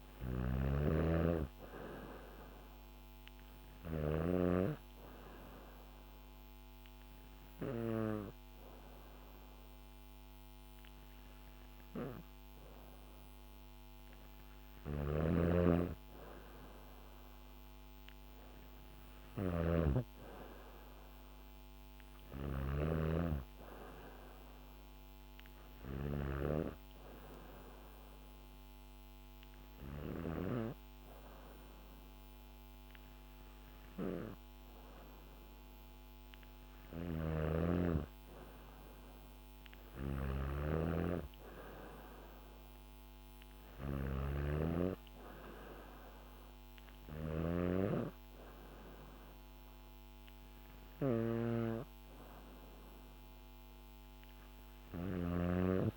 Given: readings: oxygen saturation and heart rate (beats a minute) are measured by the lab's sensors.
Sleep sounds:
breathing in sleep by a microphone on the trachea; 2
0.00-1.00 s: arousal
0.00-3.50 s: snoring (device-marked)
4.50-15.00 s: hypopnea (oxygen 95% before, 92% lowest, heart rate 72 before, 68 extreme, up 1 after)
14.00-30.00 s: snoring (device-marked)
17.00-55.97 s: new sleep stage, N2 (light sleep)
17.50-20.00 s: arousal
27.00-37.00 s: hypopnea (oxygen 95% before, 92% lowest, heart rate 71 before, 68 extreme, up 6 after)
36.00-55.97 s: snoring (device-marked)
38.50-41.00 s: arousal
From the record:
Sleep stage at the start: N3 (deep sleep); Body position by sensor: on the back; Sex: female

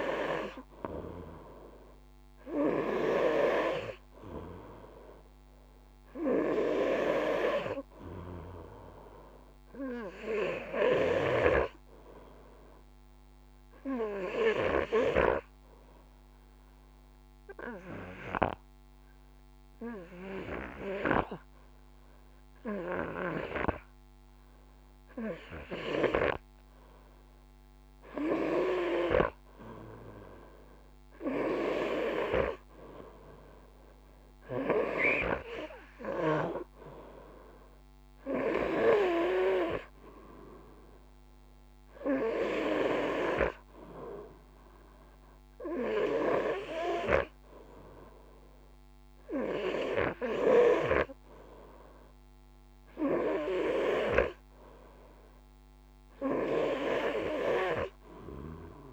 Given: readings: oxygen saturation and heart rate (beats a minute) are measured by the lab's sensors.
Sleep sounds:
breathing in sleep by a microphone on the trachea; 1
6.50-58.93 s: new sleep stage, REM sleep
13.50-25.50 s: obstructive apnea (oxygen 96% before, 91% lowest, heart rate 54 before, 52 extreme, up 0 after)
29.00-33.00 s: arousal
38.50-58.93 s: oxygen desaturation (device-marked, oxygen 95% before, 91% lowest, heart rate 53 before, 50 extreme)
From the record:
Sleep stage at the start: N2 (light sleep); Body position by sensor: on the front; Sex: male

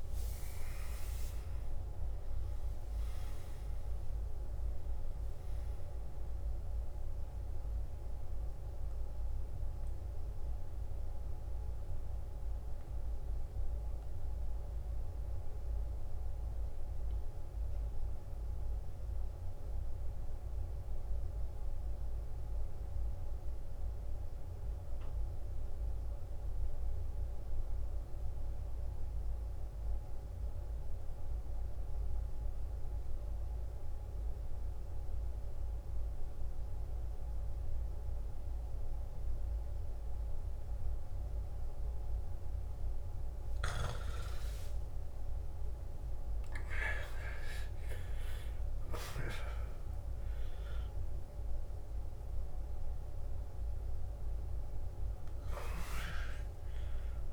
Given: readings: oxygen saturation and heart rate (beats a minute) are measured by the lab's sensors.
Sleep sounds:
breathing in sleep by a room microphone; 1
0.00-19.50 s: oxygen desaturation (device-marked, oxygen 85% lowest, heart rate 53 extreme)
8.50-44.00 s: mixed apnea (oxygen 96% before, 85% lowest, heart rate 67 before, 53 extreme, up 17 after)
33.50-57.33 s: oxygen desaturation (device-marked, oxygen 98% before, 86% lowest, heart rate 54 before, 55 extreme)
45.00-49.00 s: arousal
From the record:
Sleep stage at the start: N2 (light sleep); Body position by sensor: on the back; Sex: male

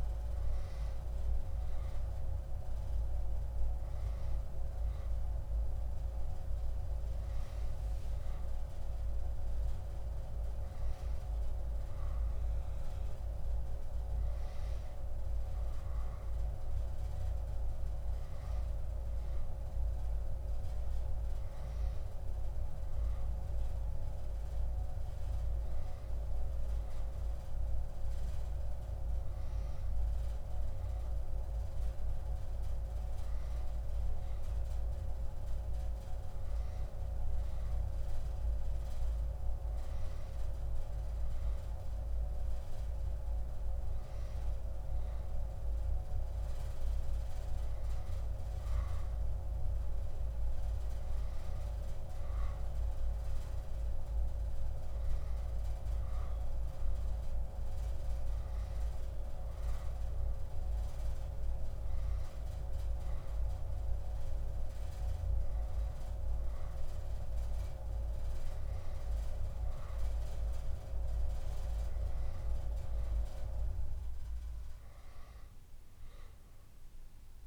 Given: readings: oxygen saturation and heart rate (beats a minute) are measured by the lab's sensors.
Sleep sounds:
breathing in sleep, hard to hear, by a room microphone; none
none scored
From the record:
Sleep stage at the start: N2 (light sleep); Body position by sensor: on the back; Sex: female

